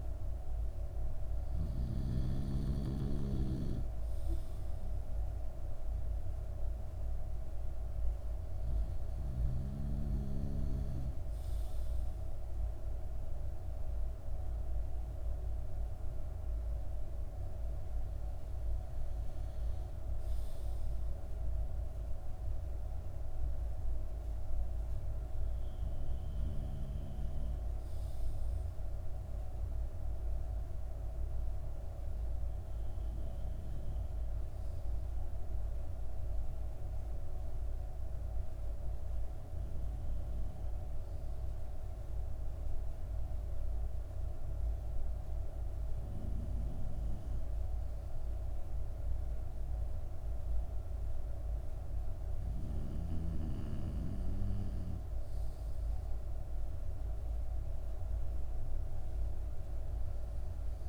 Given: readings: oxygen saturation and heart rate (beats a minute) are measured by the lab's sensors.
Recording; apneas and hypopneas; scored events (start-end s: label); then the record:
breathing in sleep by a room microphone; none
none scored
From the record:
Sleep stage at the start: N2 (light sleep); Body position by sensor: on the back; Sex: male